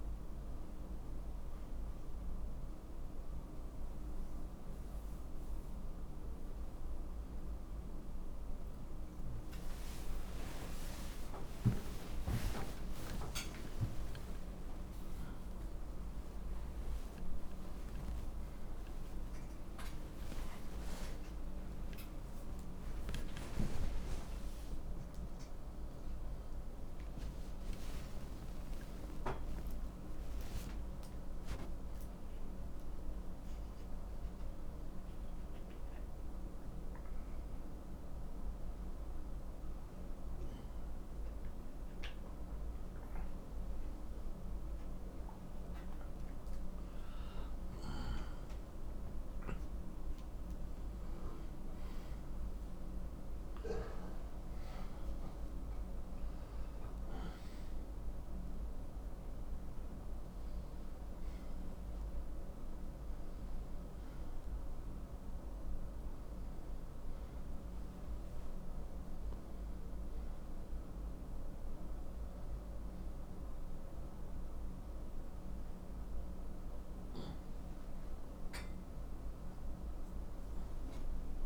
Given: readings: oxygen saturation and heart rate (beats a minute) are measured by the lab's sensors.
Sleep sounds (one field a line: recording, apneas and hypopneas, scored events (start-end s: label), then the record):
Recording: a person awake in a sleep study, by a room microphone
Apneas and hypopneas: none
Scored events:
15.50-81.46 s: new sleep stage, awake
From the record:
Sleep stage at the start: N1 (lightest sleep)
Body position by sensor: upright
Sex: male